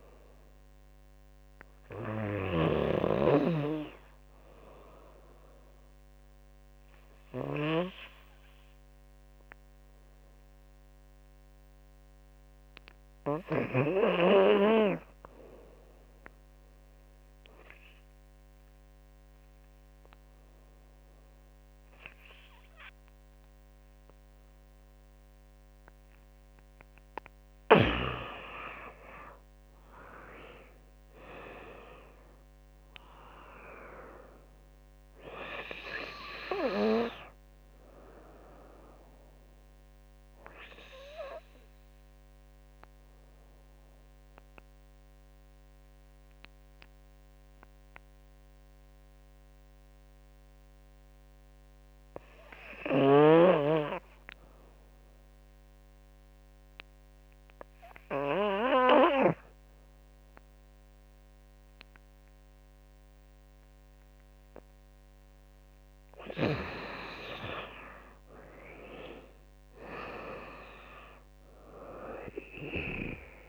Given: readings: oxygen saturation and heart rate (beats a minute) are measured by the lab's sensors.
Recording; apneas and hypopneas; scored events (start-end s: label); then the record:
breathing in sleep by a microphone on the trachea; 2
0.00-13.50 s: snoring (device-marked)
6.00-26.00 s: obstructive apnea (oxygen 98% before, 87% lowest, heart rate 78 before, 70 extreme, up 11 after)
19.50-52.50 s: oxygen desaturation (device-marked, oxygen 95% before, 87% lowest, heart rate 80 before, 70 extreme)
29.50-33.50 s: arousal
29.50-41.50 s: drop in pulse transit time (device-marked, heart rate 81 before, 78 extreme)
40.50-63.50 s: obstructive apnea (oxygen 95% before, 87% lowest, heart rate 85 before, 70 extreme, up 9 after)
65.50-73.49 s: drop in pulse transit time (device-marked, heart rate 79 before, 74 extreme)
66.00-69.50 s: arousal
66.50-73.49 s: oxygen desaturation (device-marked, oxygen 97% before, 90% lowest, heart rate 80 before, 70 extreme)
From the record:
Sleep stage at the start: N2 (light sleep); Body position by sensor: on the back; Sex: female